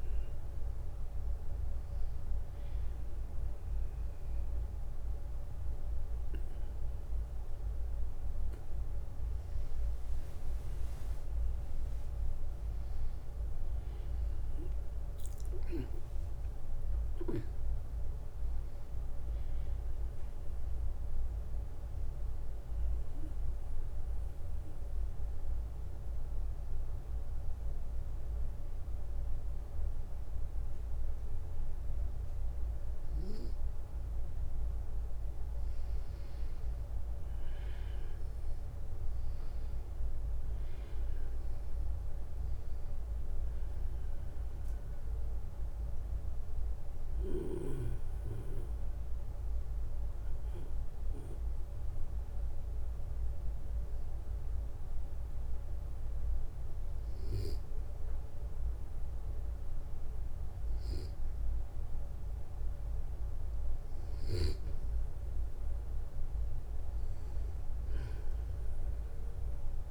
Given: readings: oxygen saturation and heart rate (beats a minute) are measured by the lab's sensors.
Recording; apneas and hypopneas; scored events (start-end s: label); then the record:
a person partly awake in a sleep study, hard to hear, by a room microphone; 2
19.50-69.91 s: new sleep stage, N2 (light sleep)
23.50-33.50 s: obstructive apnea (oxygen 97% before, 94% lowest, heart rate 73 before, 61 extreme, up 5 after)
37.00-41.00 s: arousal
46.50-59.50 s: obstructive apnea (oxygen 97% before, 94% lowest, heart rate 66 before, 61 extreme, up 5 after)
66.50-69.91 s: arousal
From the record:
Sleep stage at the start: awake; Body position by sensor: on the back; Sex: male